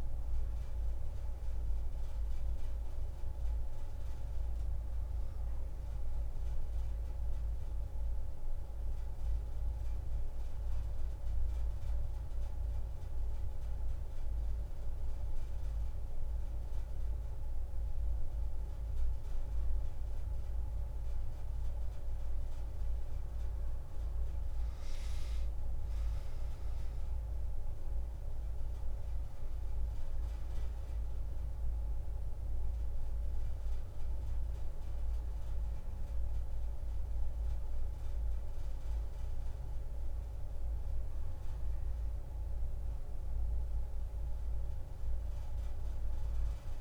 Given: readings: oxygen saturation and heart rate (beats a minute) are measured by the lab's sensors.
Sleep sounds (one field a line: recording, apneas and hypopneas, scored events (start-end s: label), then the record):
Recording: breathing in sleep, hard to hear, by a room microphone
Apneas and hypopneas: none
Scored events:
24.00-43.00 s: oxygen desaturation (device-marked, oxygen 94% before, 90% lowest)
From the record:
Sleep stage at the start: N2 (light sleep)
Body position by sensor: on the back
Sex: female